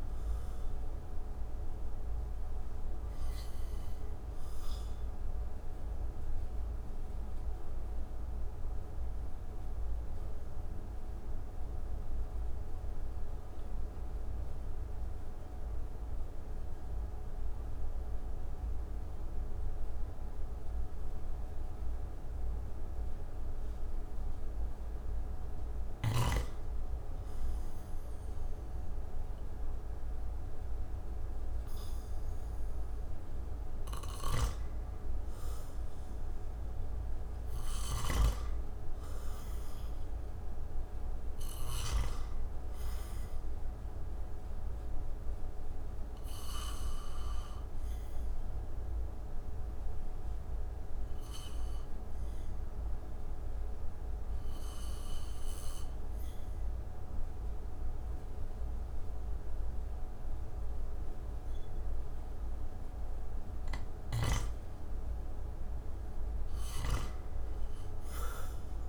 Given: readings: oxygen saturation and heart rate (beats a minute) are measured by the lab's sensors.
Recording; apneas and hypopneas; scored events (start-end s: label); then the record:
breathing in sleep, hard to hear, by a room microphone; 2
0.00-21.00 s: oxygen desaturation (device-marked, oxygen 81% lowest)
2.50-31.00 s: obstructive apnea (oxygen 96% before, 81% lowest)
33.00-37.00 s: arousal
33.50-37.50 s: snoring (device-marked)
43.00-61.00 s: oxygen desaturation (device-marked, oxygen 97% before, 89% lowest)
46.00-64.00 s: obstructive apnea (oxygen 98% before, 86% lowest)
From the record:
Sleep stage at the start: N2 (light sleep); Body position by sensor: on the back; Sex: male